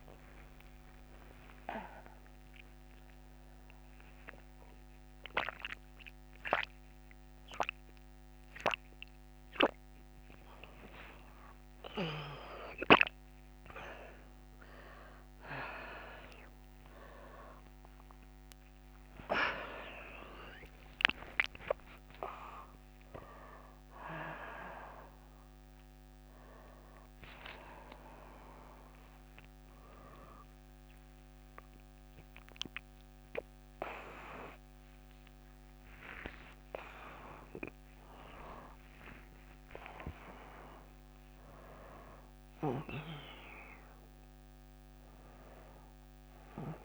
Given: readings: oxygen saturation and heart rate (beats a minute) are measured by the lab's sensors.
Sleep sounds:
a person awake in a sleep study, by a microphone on the trachea; none
0.00-7.00 s: oxygen desaturation (device-marked, oxygen 91% lowest)
12.00-25.00 s: tachycardia (device-marked, heart rate 62 before, 146 extreme)
35.00-38.00 s: tachycardia (device-marked, heart rate 64 before, 88 extreme)
40.00-46.85 s: new sleep stage, N1 (lightest sleep)
From the record:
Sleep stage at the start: awake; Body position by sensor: on the back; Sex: female

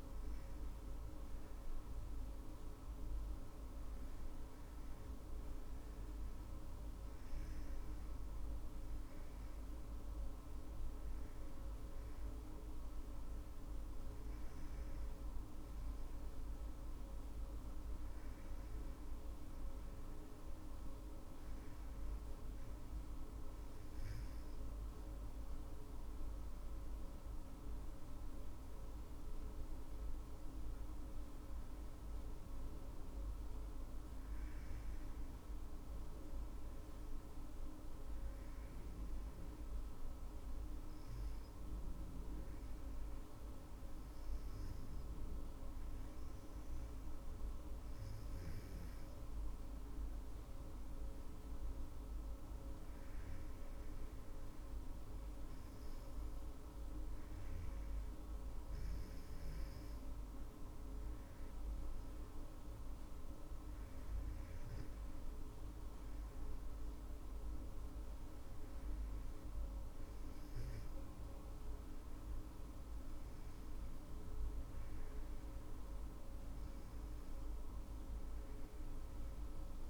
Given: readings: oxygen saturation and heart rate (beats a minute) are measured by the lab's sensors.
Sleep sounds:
breathing in sleep, hard to hear, by a room microphone; none
none scored
From the record:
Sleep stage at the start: N2 (light sleep); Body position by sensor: on the back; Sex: female

